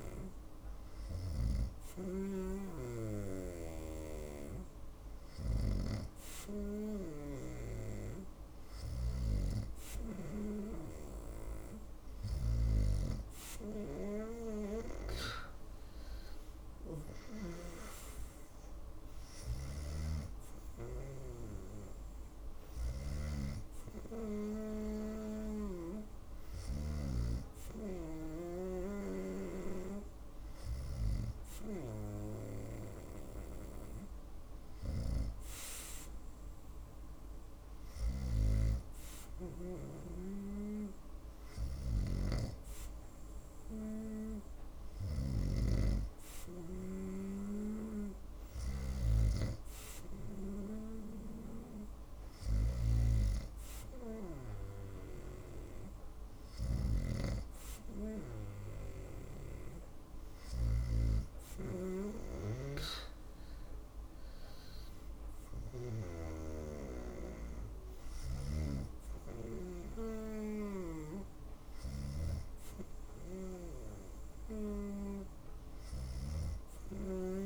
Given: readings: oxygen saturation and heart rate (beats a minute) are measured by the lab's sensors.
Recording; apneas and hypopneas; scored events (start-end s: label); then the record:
breathing in sleep by a room microphone; none
none scored
From the record:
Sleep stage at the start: N2 (light sleep); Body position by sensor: on the right side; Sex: female